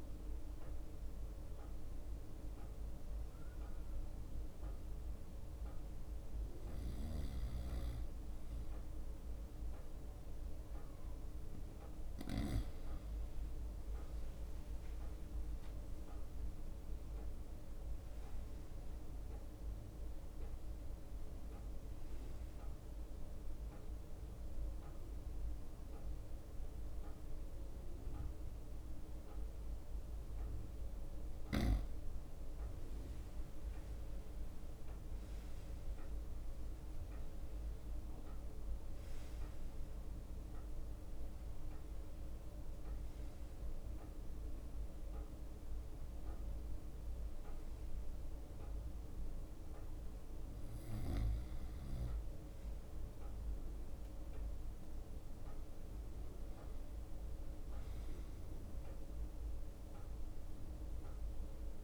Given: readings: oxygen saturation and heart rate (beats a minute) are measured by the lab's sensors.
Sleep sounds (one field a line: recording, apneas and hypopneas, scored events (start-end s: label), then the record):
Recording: breathing in sleep, hard to hear, by a room microphone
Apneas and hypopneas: 2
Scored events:
0.00-1.50 s: leg movement (device-marked)
3.50-14.50 s: hypopnea (oxygen 96% before, 93% lowest, heart rate 67 before, 63 extreme, up 4 after)
4.50-12.00 s: leg movement (device-marked)
12.00-34.00 s: drop in pulse transit time (device-marked, heart rate 67 before, 63 extreme)
12.50-16.50 s: leg movement (device-marked)
16.00-19.50 s: arousal
17.00-22.00 s: leg movement (device-marked)
22.00-32.00 s: central apnea (oxygen 97% before, 93% lowest, heart rate 65 before, 63 extreme, up 6 after)
22.50-26.50 s: leg movement (device-marked)
27.50-37.50 s: leg movement (device-marked)
34.00-38.50 s: arousal
39.00-52.00 s: oxygen desaturation (device-marked, oxygen 96% before, 93% lowest, heart rate 65 before, 64 extreme)
39.50-44.50 s: leg movement (device-marked)
46.00-52.00 s: leg movement (device-marked)
54.00-60.50 s: leg movement (device-marked)
From the record:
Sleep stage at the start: N2 (light sleep)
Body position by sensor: on the right side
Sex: male